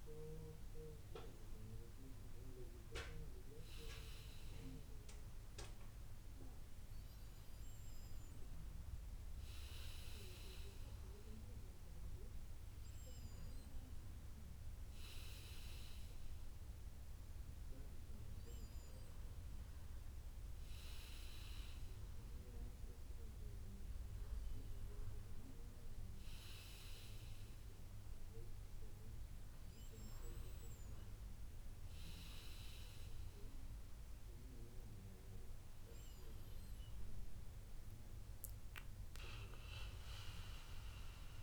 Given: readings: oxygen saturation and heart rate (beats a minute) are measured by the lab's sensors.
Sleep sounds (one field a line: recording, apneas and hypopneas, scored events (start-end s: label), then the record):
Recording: breathing in sleep by a room microphone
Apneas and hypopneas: none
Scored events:
none scored
From the record:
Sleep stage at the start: N1 (lightest sleep)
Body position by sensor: on the back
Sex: male